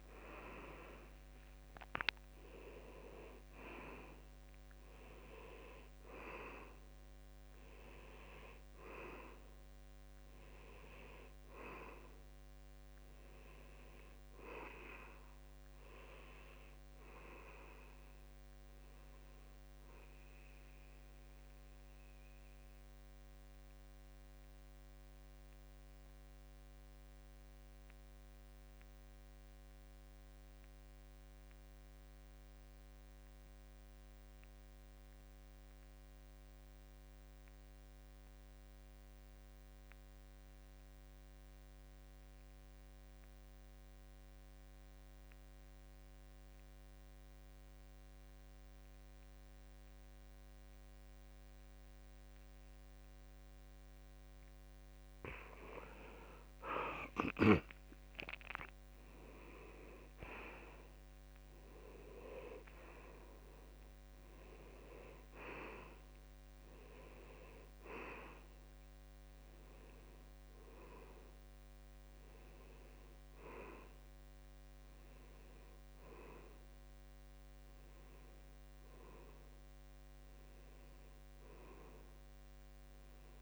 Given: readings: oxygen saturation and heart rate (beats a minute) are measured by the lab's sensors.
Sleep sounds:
breathing in sleep by a microphone on the trachea; 1
0.00-1.00 s: arousal
0.00-21.50 s: oxygen desaturation (device-marked, oxygen 81% lowest, heart rate 66 extreme)
22.50-55.50 s: mixed apnea (oxygen 96% before, 82% lowest, heart rate 72 before, 66 extreme, up 7 after)
42.50-80.50 s: oxygen desaturation (device-marked, oxygen 96% before, 82% lowest, heart rate 68 before, 68 extreme)
57.00-60.50 s: arousal
From the record:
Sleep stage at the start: N2 (light sleep); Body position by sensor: on the back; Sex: male

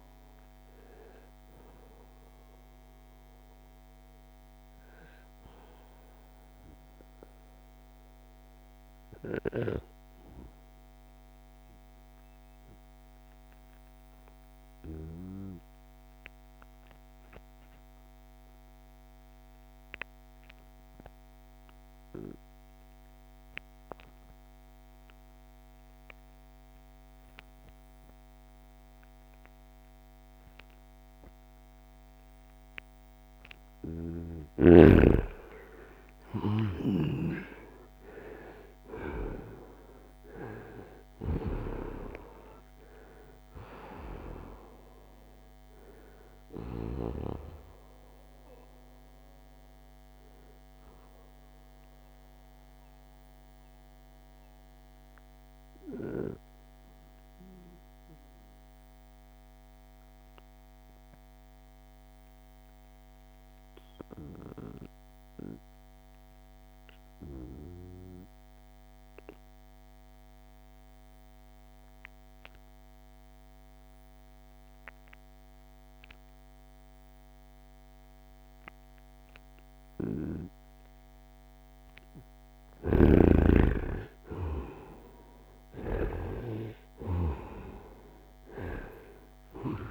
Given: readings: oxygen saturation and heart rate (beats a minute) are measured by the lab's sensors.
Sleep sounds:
breathing in sleep by a microphone on the trachea; 2
0.00-1.00 s: long interval between heartbeats (device-marked, heart rate 90 extreme)
0.00-7.50 s: oxygen desaturation (device-marked, oxygen 89% lowest, heart rate 65 extreme)
10.50-33.00 s: obstructive apnea (oxygen 97% before, 87% lowest, heart rate 81 before, 65 extreme, up 11 after)
20.50-58.50 s: oxygen desaturation (device-marked, oxygen 97% before, 87% lowest, heart rate 76 before, 65 extreme)
35.00-40.50 s: arousal
54.00-81.00 s: obstructive apnea (oxygen 95% before, 87% lowest, heart rate 76 before, 65 extreme, up 8 after)
73.50-88.50 s: oxygen desaturation (device-marked, oxygen 96% before, 91% lowest, heart rate 72 before, 65 extreme)
82.00-85.50 s: snoring (device-marked)
86.50-89.91 s: arousal
From the record:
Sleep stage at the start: N2 (light sleep); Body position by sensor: on the right side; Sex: male

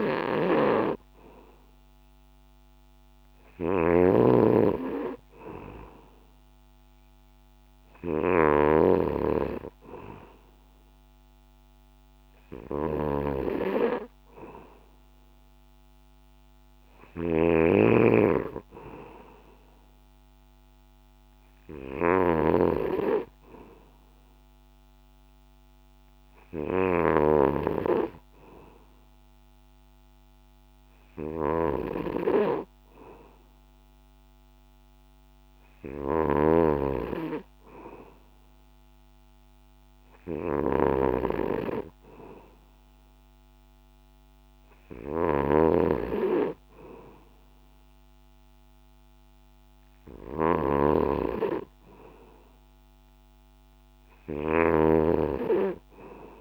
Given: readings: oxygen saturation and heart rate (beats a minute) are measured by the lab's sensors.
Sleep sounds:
breathing in sleep by a microphone on the trachea; none
0.00-56.41 s: snoring (device-marked)
From the record:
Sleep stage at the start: N2 (light sleep); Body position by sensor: on the back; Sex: male

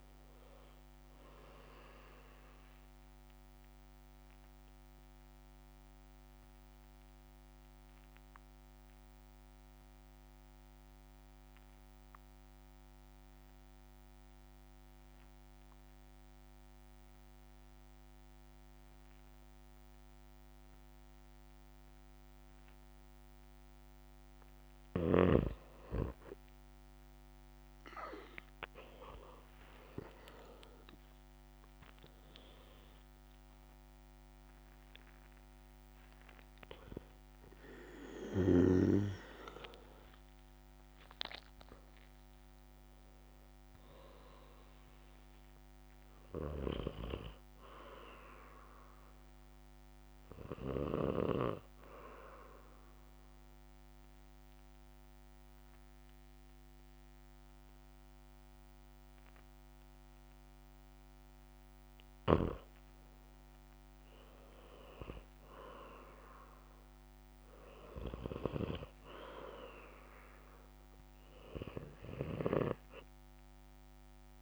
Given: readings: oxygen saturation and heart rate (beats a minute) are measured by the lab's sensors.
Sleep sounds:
breathing in sleep by a microphone on the trachea; 2
0.00-16.00 s: oxygen desaturation (device-marked, oxygen 91% lowest, heart rate 65 extreme)
4.00-25.00 s: mixed apnea (oxygen 95% before, 87% lowest, heart rate 71 before, 65 extreme, up 1 after)
26.50-30.50 s: arousal
28.00-58.00 s: oxygen desaturation (device-marked, oxygen 95% before, 87% lowest, heart rate 69 before, 63 extreme)
52.50-62.50 s: central apnea (oxygen 95% before, 89% lowest, heart rate 71 before, 63 extreme, up 8 after)
64.00-67.50 s: arousal
From the record:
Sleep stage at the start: N2 (light sleep); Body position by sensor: on the back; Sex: male

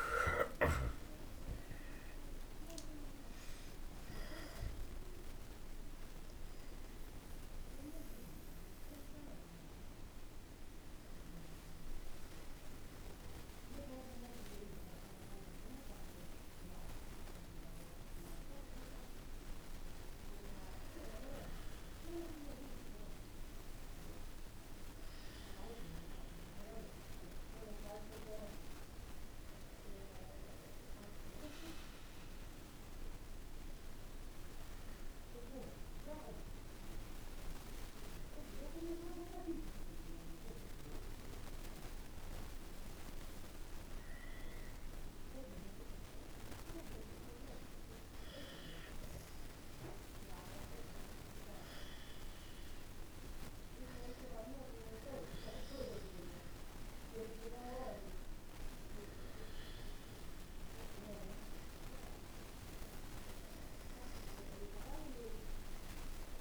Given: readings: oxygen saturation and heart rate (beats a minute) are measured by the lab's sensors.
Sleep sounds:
a person partly awake in a sleep study, by a room microphone; 1
14.00-66.41 s: new sleep stage, N1 (lightest sleep)
37.50-47.50 s: obstructive apnea (oxygen 98% before, 93% lowest, heart rate 64 before, 62 extreme, up 1 after)
50.50-55.50 s: arousal
64.00-66.41 s: oxygen desaturation (device-marked, oxygen 96% before, 93% lowest, heart rate 63 before, 63 extreme)
From the record:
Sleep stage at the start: awake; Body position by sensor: on the back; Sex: male

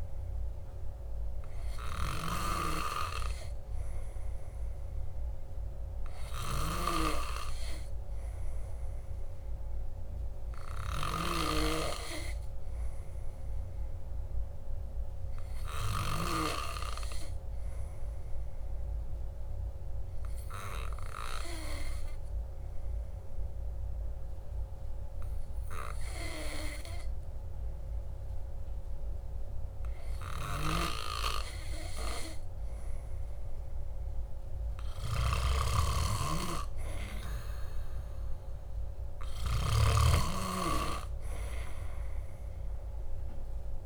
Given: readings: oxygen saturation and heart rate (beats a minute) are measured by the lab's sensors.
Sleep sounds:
breathing in sleep by a room microphone; 1
8.00-12.00 s: arousal
19.50-31.50 s: hypopnea (oxygen 98% before, 96% lowest, heart rate 55 before, 54 extreme, up 1 after)
33.50-36.50 s: arousal
From the record:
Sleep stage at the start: N2 (light sleep); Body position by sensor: on the back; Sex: male

